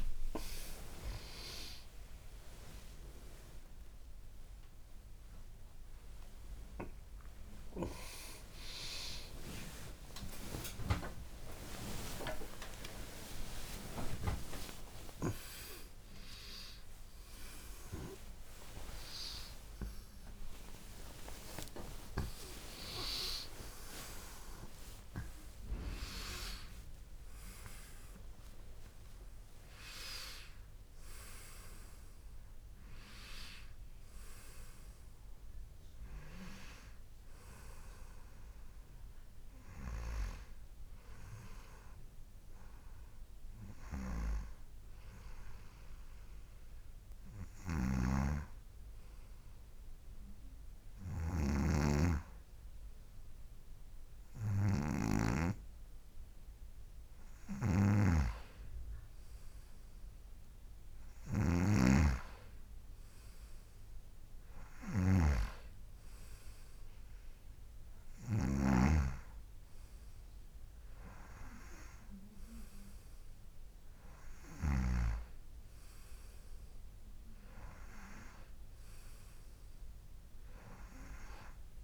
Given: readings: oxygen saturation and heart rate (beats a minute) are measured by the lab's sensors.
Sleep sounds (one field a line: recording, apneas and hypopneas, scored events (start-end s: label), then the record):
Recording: a person partly awake in a sleep study, by a room microphone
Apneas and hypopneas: 1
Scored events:
0.00-5.50 s: tachycardia (device-marked, heart rate 135 extreme)
7.50-17.50 s: tachycardia (device-marked, heart rate 71 before, 150 extreme)
18.50-25.50 s: tachycardia (device-marked, heart rate 73 before, 126 extreme)
28.50-81.84 s: new sleep stage, N1 (lightest sleep)
46.00-58.00 s: hypopnea (oxygen 97% before, 94% lowest, heart rate 86 before, 62 extreme, up 7 after)
48.00-69.00 s: snoring (device-marked)
58.50-63.50 s: arousal
61.50-81.50 s: oxygen desaturation (device-marked, oxygen 97% before, 94% lowest, heart rate 64 before, 69 extreme)
From the record:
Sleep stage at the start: awake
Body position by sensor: on the right side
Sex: male